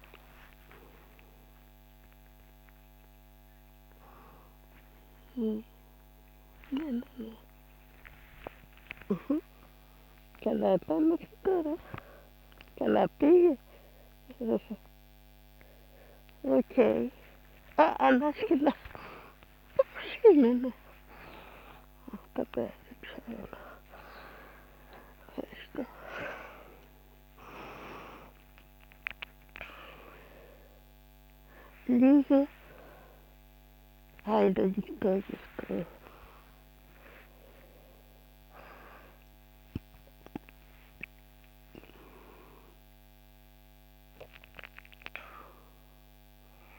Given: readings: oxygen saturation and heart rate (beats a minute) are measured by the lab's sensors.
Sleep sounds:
a person awake in a sleep study, by a microphone on the trachea; none
35.50-37.50 s: long interval between heartbeats (device-marked, heart rate 81 before, 85 extreme)
From the record:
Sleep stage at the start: awake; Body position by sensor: on the back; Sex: female

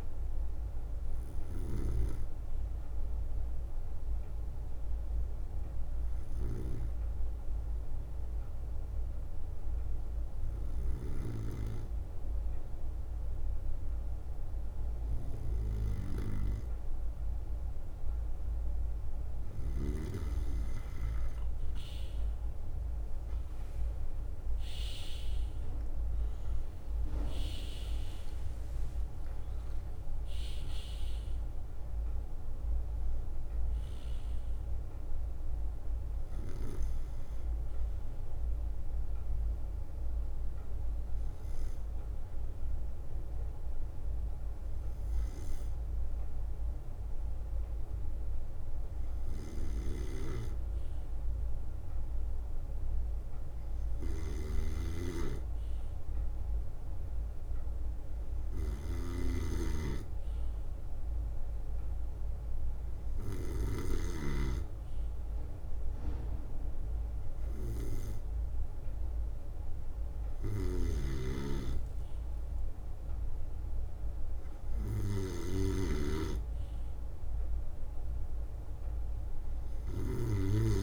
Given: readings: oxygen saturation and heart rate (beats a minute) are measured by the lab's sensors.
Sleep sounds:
breathing in sleep by a room microphone; 2
2.00-19.50 s: hypopnea (oxygen 98% before, 95% lowest, heart rate 69 before, 61 extreme, up 6 after)
7.50-10.50 s: leg movement (device-marked)
11.00-20.00 s: leg movement (device-marked)
15.50-20.00 s: snoring (device-marked)
21.00-22.50 s: leg movement (device-marked)
22.00-26.00 s: arousal
23.00-25.50 s: leg movement (device-marked)
25.50-34.00 s: leg movement (device-marked)
26.00-44.00 s: oxygen desaturation (device-marked, oxygen 99% before, 95% lowest, heart rate 63 before, 61 extreme)
38.50-50.50 s: hypopnea (oxygen 99% before, 94% lowest, heart rate 67 before, 61 extreme, up 2 after)
41.00-51.00 s: drop in pulse transit time (device-marked, heart rate 67 before, 61 extreme)
42.00-48.50 s: leg movement (device-marked)
52.00-55.50 s: arousal
54.00-64.00 s: snoring (device-marked)
55.50-65.50 s: leg movement (device-marked)
70.50-80.83 s: snoring (device-marked)
From the record:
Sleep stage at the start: N2 (light sleep); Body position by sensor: on the right side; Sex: male

